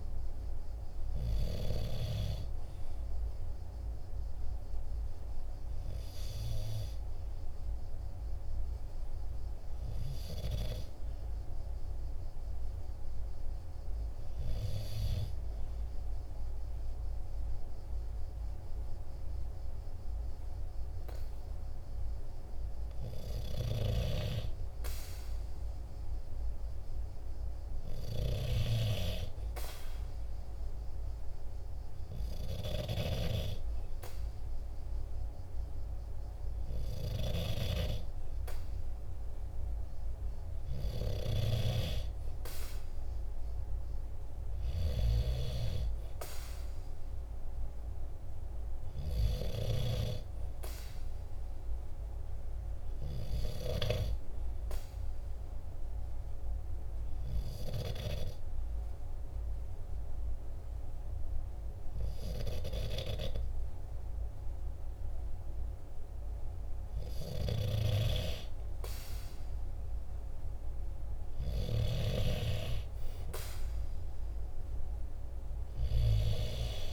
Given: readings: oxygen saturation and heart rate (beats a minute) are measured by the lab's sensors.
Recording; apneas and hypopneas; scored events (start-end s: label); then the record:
breathing in sleep by a room microphone; 2
5.00-21.00 s: hypopnea (oxygen 96% before, 94% lowest, heart rate 46 before, 46 extreme, up 2 after)
22.50-26.00 s: arousal
55.50-66.50 s: obstructive apnea (oxygen 95% before, 94% lowest, heart rate 47 before, 47 extreme, up 1 after)
70.00-73.50 s: arousal
From the record:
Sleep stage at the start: N2 (light sleep); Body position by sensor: on the right side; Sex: male